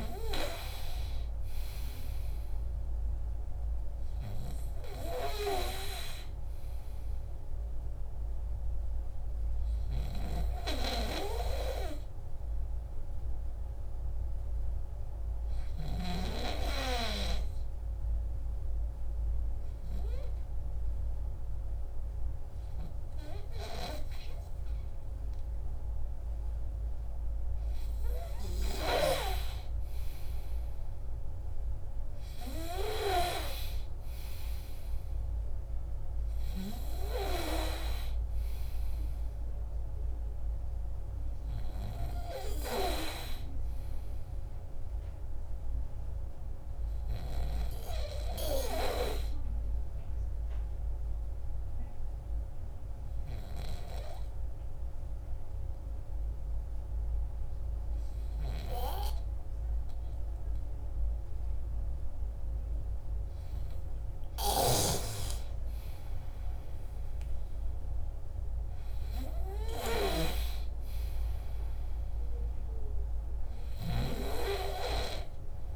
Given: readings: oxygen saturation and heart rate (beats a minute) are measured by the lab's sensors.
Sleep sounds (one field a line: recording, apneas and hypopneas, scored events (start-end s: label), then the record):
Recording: breathing in sleep by a room microphone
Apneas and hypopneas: 2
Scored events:
0.00-1.50 s: arousal
8.00-27.00 s: obstructive apnea (oxygen 96% before, 94% lowest, heart rate 64 before, 63 extreme, up 6 after)
30.00-33.00 s: arousal
50.00-63.00 s: obstructive apnea (oxygen 97% before, 94% lowest, heart rate 70 before, 59 extreme, up 4 after)
65.00-68.00 s: arousal
From the record:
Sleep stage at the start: N2 (light sleep)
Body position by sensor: on the back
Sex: male